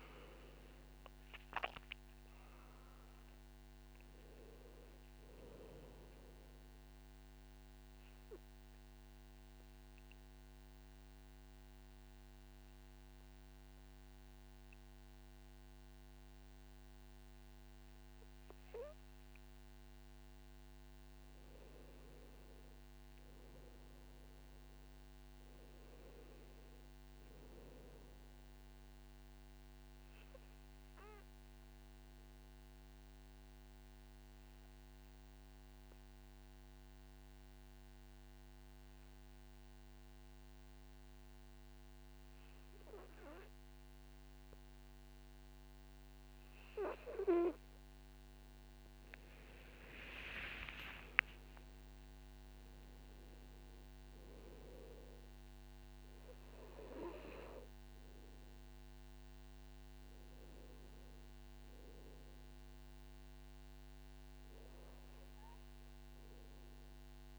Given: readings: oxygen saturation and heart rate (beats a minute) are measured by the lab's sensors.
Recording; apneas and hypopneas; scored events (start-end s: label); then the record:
breathing in sleep by a microphone on the trachea; 2
0.00-3.00 s: arousal
4.50-17.50 s: oxygen desaturation (device-marked, oxygen 98% before, 93% lowest, heart rate 61 before, 51 extreme)
8.00-21.00 s: obstructive apnea (oxygen 98% before, 93% lowest, heart rate 62 before, 52 extreme, up 19 after)
23.00-26.50 s: arousal
31.00-48.00 s: obstructive apnea (oxygen 100% before, 91% lowest, heart rate 60 before, 56 extreme, up 12 after)
49.50-53.50 s: arousal
53.50-67.39 s: oxygen desaturation (device-marked, oxygen 99% before, 93% lowest, heart rate 59 before, 55 extreme)
From the record:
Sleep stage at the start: N2 (light sleep); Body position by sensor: on the back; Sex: male